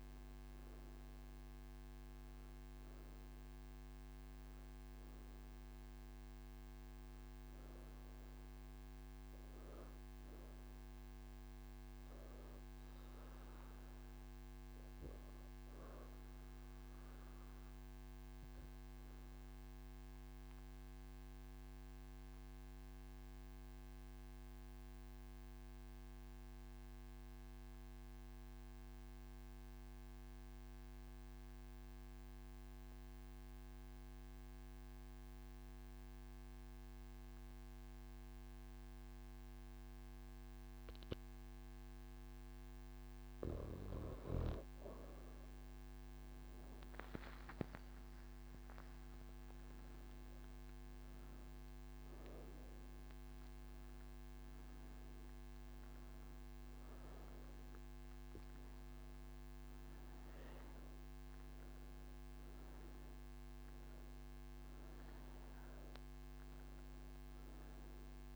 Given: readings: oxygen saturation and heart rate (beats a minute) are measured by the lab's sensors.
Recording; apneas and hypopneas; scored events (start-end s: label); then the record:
breathing in sleep, hard to hear, by a microphone on the trachea; none
3.00-28.00 s: oxygen desaturation (device-marked, oxygen 96% before, 89% lowest)
51.00-56.00 s: oxygen desaturation (device-marked, oxygen 98% before, 95% lowest)
From the record:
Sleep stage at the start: N1 (lightest sleep); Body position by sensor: on the right side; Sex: female